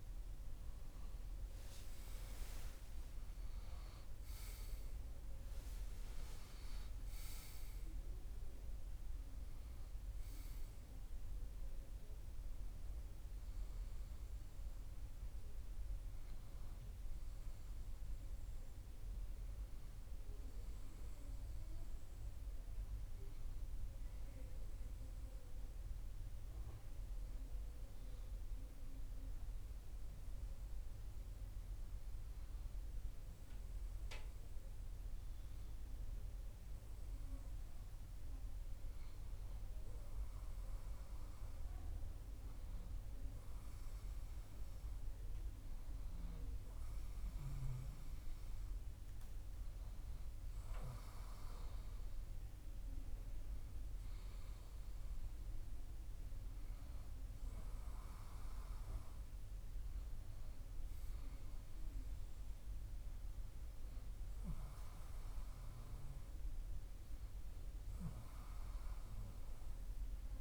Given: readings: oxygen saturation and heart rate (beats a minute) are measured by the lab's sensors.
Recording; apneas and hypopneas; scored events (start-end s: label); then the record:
breathing in sleep, hard to hear, by a room microphone; 1
1.50-6.50 s: arousal
22.00-33.00 s: obstructive apnea (oxygen 95% before, 95% lowest, heart rate 61 before, 59 extreme, up 1 after)
35.00-38.00 s: arousal
From the record:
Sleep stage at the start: N2 (light sleep); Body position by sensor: on the back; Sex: male